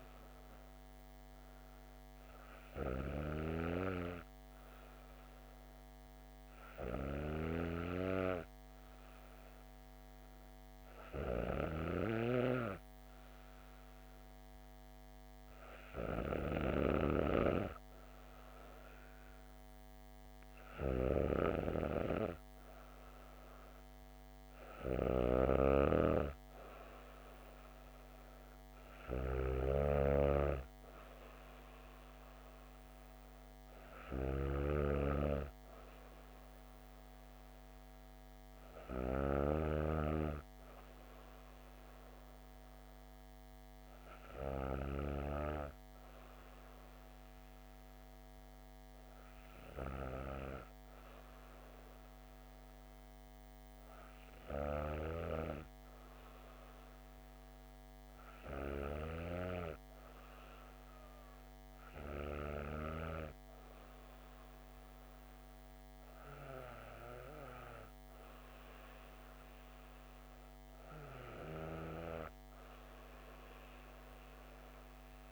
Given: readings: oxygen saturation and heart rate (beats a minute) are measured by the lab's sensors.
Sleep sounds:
breathing in sleep by a microphone on the trachea; none
7.50-17.00 s: snoring (device-marked)
25.00-40.00 s: snoring (device-marked)
From the record:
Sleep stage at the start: N2 (light sleep); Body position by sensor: on the back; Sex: female

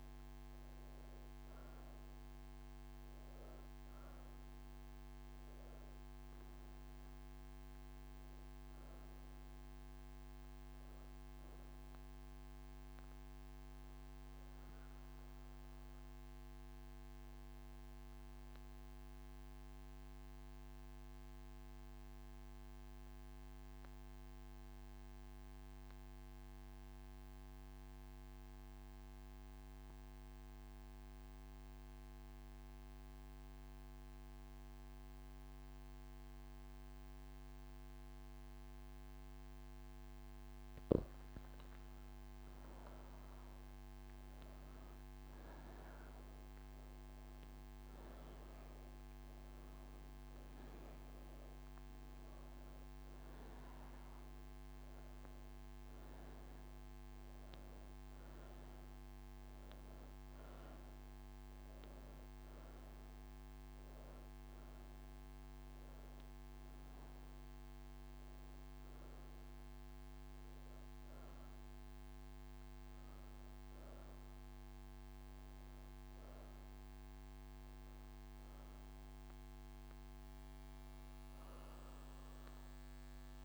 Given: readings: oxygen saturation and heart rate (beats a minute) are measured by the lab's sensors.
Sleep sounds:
breathing in sleep, hard to hear, by a microphone on the trachea; none
0.00-26.50 s: oxygen desaturation (device-marked, oxygen 88% lowest)
45.50-58.50 s: oxygen desaturation (device-marked, oxygen 98% before, 95% lowest)
65.50-83.45 s: oxygen desaturation (device-marked, oxygen 96% before, 90% lowest)
From the record:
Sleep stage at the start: N2 (light sleep); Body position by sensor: on the right side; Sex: female

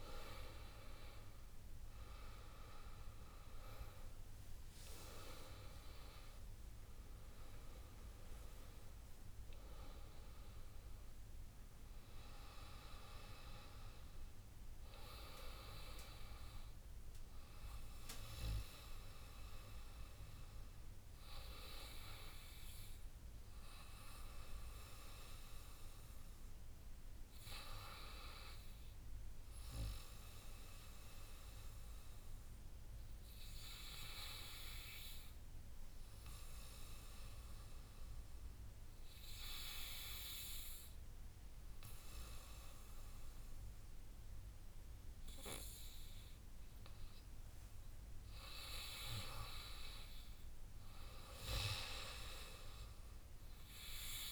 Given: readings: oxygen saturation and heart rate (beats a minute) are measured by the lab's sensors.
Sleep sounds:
breathing in sleep by a room microphone; 1
0.00-2.50 s: drop in pulse transit time (device-marked, heart rate 94 extreme)
0.00-12.50 s: oxygen desaturation (device-marked, oxygen 81% lowest, heart rate 75 extreme)
3.50-9.50 s: tachycardia (device-marked, heart rate 87 before, 109 extreme)
4.50-6.50 s: long interval between heartbeats (device-marked, heart rate 100 before, 94 extreme)
6.50-8.50 s: long interval between heartbeats (device-marked, heart rate 101 before, 107 extreme)
25.00-29.00 s: arousal
35.50-47.00 s: obstructive apnea (oxygen 100% before, 94% lowest, heart rate 80 before, 76 extreme, up 11 after)
49.50-52.50 s: arousal
From the record:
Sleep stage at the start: N2 (light sleep); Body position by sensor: on the back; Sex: female

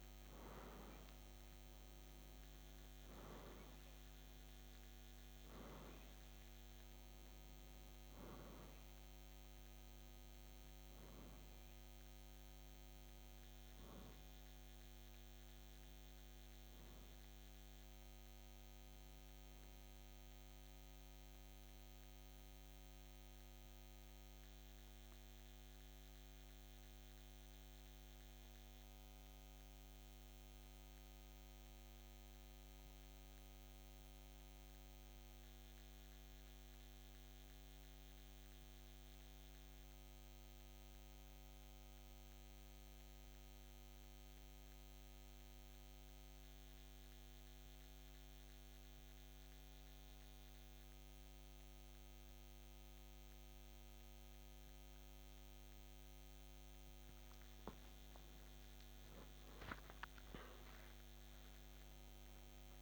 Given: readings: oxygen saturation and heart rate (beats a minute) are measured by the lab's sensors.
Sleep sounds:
breathing in sleep, hard to hear, by a microphone on the trachea; 1
0.00-38.00 s: oxygen desaturation (device-marked, oxygen 87% lowest, heart rate 51 extreme)
23.00-56.50 s: central apnea (oxygen 94% before, 87% lowest, heart rate 57 before, 51 extreme, up 3 after)
59.50-62.82 s: arousal
From the record:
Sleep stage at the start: N2 (light sleep); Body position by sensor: on the back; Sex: male

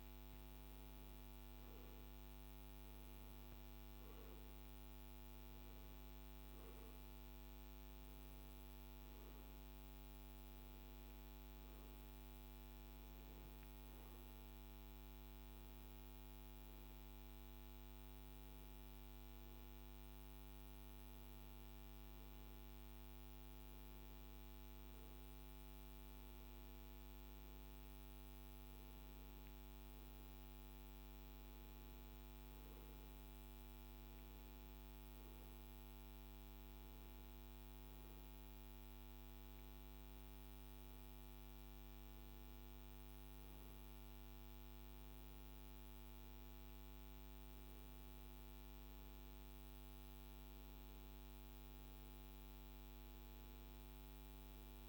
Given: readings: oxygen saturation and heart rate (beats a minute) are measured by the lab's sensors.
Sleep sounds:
breathing in sleep, hard to hear, by a microphone on the trachea; none
none scored
From the record:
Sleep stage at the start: N1 (lightest sleep); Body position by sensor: on the right side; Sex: male

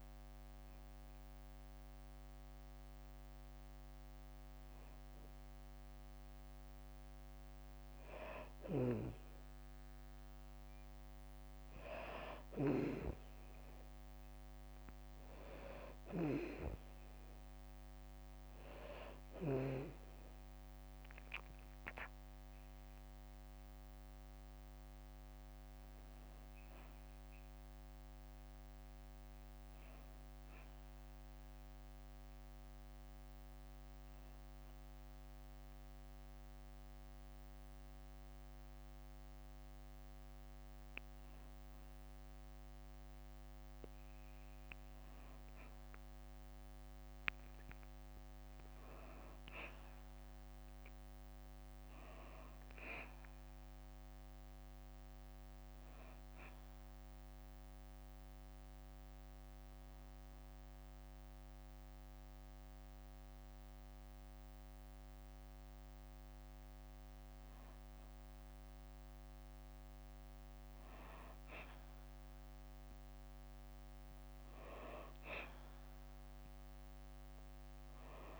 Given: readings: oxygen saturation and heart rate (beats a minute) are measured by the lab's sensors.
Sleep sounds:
breathing in sleep by a microphone on the trachea; 1
16.00-27.00 s: oxygen desaturation (device-marked, oxygen 97% before, 93% lowest, heart rate 64 before, 63 extreme)
56.00-66.50 s: hypopnea (oxygen 97% before, 94% lowest, heart rate 66 before, 64 extreme, up 2 after)
68.00-70.50 s: arousal
77.00-78.40 s: oxygen desaturation (device-marked, oxygen 97% before, 94% lowest, heart rate 66 before, 65 extreme)
From the record:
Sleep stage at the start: N2 (light sleep); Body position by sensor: on the back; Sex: female

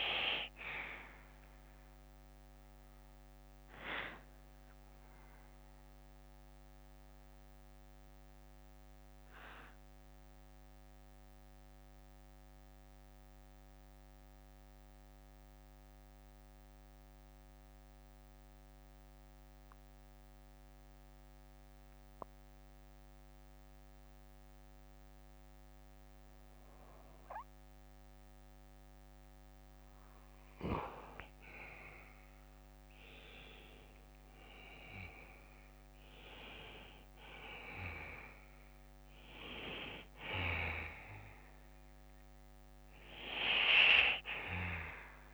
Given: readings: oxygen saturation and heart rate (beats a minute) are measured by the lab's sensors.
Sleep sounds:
breathing in sleep by a microphone on the trachea; 1
0.00-2.00 s: bradycardia (device-marked, heart rate 60 before, 61 extreme)
3.00-5.00 s: bradycardia (device-marked, heart rate 60 before, 55 extreme)
7.00-9.00 s: bradycardia (device-marked, heart rate 60 before, 53 extreme)
7.00-23.00 s: oxygen desaturation (device-marked, oxygen 96% before, 92% lowest, heart rate 63 before, 56 extreme)
7.50-29.50 s: central apnea (oxygen 97% before, 89% lowest, heart rate 63 before, 50 extreme, up 8 after)
17.00-30.00 s: bradycardia (device-marked, heart rate 60 before, 56 extreme)
32.00-36.00 s: arousal
36.00-38.00 s: bradycardia (device-marked, heart rate 60 before, 59 extreme)
38.00-45.34 s: oxygen desaturation (device-marked, oxygen 98% before, 89% lowest, heart rate 59 before, 50 extreme)
39.00-45.34 s: bradycardia (device-marked, heart rate 60 before, 50 extreme)
From the record:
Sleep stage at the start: N2 (light sleep); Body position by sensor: on the back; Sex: male

